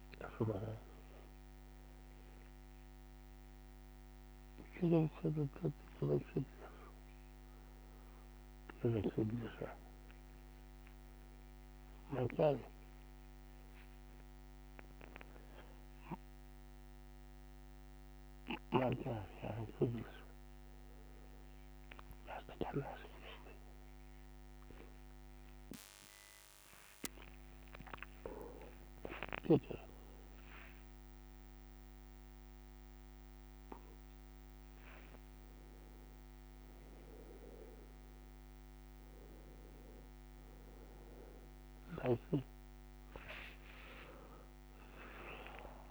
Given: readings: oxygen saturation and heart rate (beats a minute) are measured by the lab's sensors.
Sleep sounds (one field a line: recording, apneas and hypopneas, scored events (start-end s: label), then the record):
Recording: a person awake in a sleep study, by a microphone on the trachea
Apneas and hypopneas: none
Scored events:
1.50-3.50 s: long interval between heartbeats (device-marked, heart rate 79 before, 71 extreme)
27.00-29.00 s: long interval between heartbeats (device-marked, heart rate 65 before, 74 extreme)
From the record:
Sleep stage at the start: awake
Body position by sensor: on the back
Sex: male